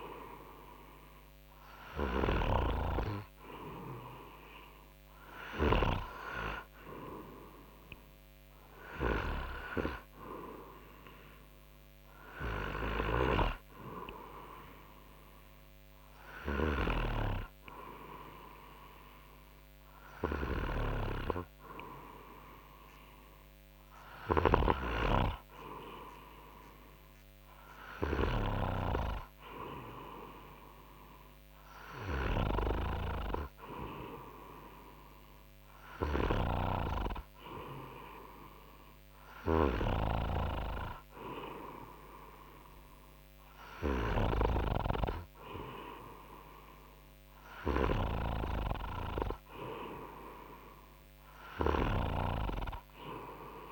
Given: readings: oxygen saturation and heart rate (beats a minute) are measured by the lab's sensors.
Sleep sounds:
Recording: breathing in sleep by a microphone on the trachea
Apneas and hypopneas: none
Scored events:
none scored
From the record:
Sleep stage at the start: N3 (deep sleep)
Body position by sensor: on the front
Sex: male

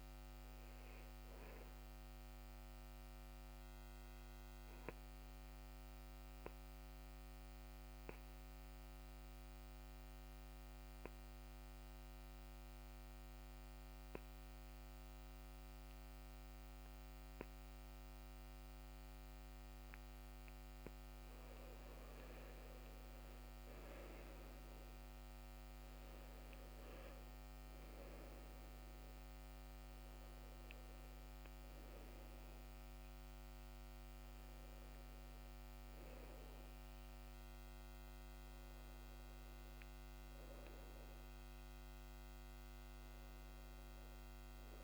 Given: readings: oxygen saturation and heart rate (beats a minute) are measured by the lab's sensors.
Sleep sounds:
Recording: breathing in sleep, hard to hear, by a microphone on the trachea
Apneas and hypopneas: 1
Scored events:
0.00-18.00 s: oxygen desaturation (device-marked, oxygen 90% lowest, heart rate 63 extreme)
3.50-20.50 s: obstructive apnea (oxygen 96% before, 88% lowest, heart rate 70 before, 63 extreme, up 13 after)
23.00-28.50 s: arousal
37.00-44.84 s: oxygen desaturation (device-marked, oxygen 95% before, 88% lowest, heart rate 72 before, 64 extreme)
From the record:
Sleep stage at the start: N2 (light sleep)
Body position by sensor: on the back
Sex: male

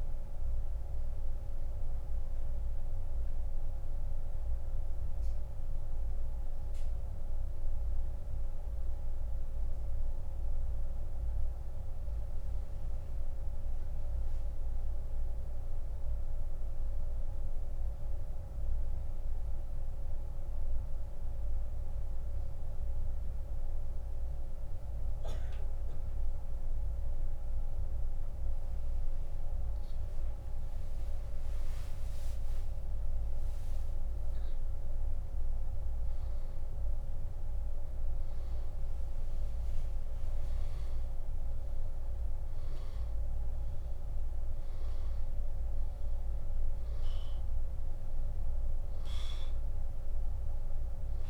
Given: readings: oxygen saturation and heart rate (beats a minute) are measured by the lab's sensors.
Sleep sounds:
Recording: breathing in sleep, hard to hear, by a room microphone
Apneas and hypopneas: 1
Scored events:
0.50-30.50 s: central apnea (oxygen 96% before, 88% lowest)
2.50-30.50 s: oxygen desaturation (device-marked, oxygen 95% before, 88% lowest)
31.50-35.00 s: arousal
From the record:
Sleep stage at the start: N2 (light sleep)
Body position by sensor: on the back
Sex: male

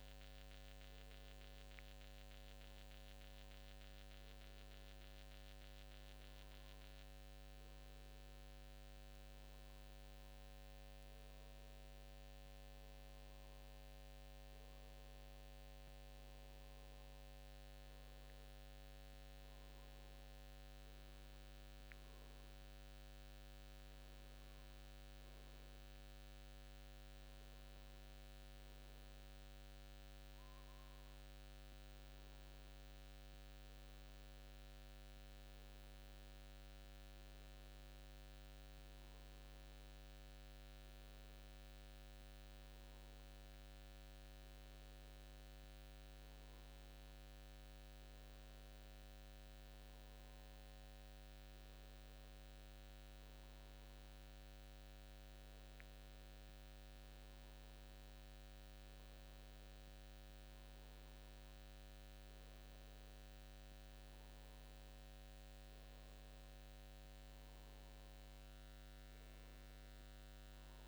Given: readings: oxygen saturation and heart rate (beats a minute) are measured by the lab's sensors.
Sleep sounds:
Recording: breathing in sleep, hard to hear, by a microphone on the trachea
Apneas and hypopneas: none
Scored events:
none scored
From the record:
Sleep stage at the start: N2 (light sleep)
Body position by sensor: on the back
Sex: male

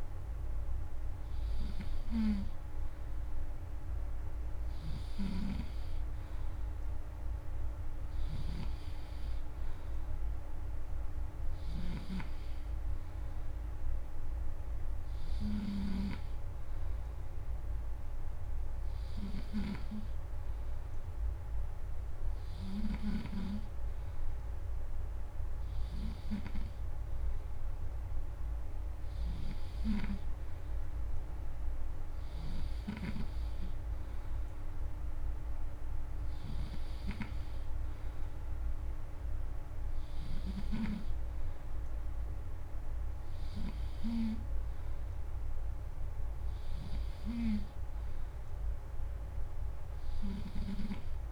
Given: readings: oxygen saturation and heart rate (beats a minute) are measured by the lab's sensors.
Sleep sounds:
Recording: breathing in sleep by a room microphone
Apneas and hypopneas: none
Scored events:
4.50-12.00 s: snoring (device-marked)
19.00-26.00 s: snoring (device-marked)
32.00-40.50 s: snoring (device-marked)
From the record:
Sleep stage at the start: N3 (deep sleep)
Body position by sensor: on the back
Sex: male

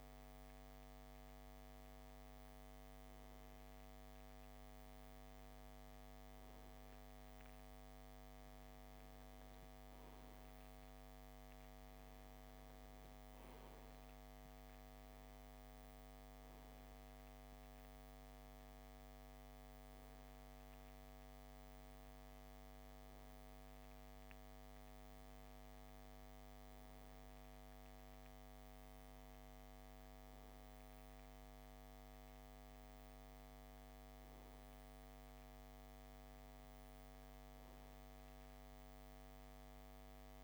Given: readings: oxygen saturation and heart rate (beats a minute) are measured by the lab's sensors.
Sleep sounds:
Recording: breathing in sleep, hard to hear, by a microphone on the trachea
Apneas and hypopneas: none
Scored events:
none scored
From the record:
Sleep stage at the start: N2 (light sleep)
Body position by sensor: on the left side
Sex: male

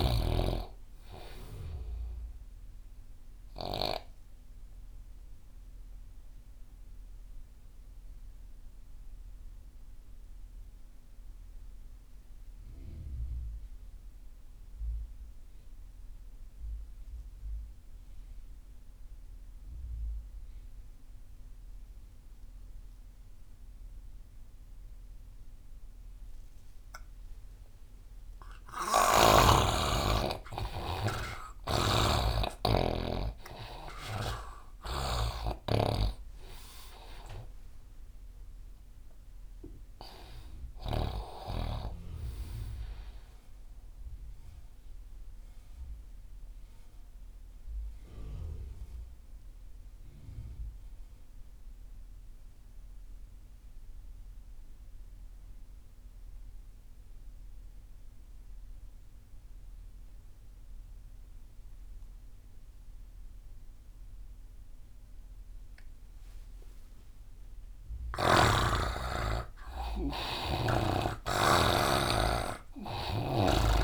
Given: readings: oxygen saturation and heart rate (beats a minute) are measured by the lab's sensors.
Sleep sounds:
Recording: breathing in sleep by a room microphone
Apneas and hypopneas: 2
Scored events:
0.00-11.50 s: oxygen desaturation (device-marked, oxygen 90% lowest)
3.50-29.00 s: obstructive apnea (oxygen 98% before, 84% lowest)
25.50-52.50 s: oxygen desaturation (device-marked, oxygen 98% before, 84% lowest)
29.00-41.50 s: snoring (device-marked)
31.00-35.50 s: arousal
44.50-66.50 s: obstructive apnea (oxygen 98% before, 84% lowest)
67.50-73.84 s: oxygen desaturation (device-marked, oxygen 99% before, 86% lowest)
68.00-73.00 s: arousal
From the record:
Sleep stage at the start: N2 (light sleep)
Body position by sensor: on the back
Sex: male

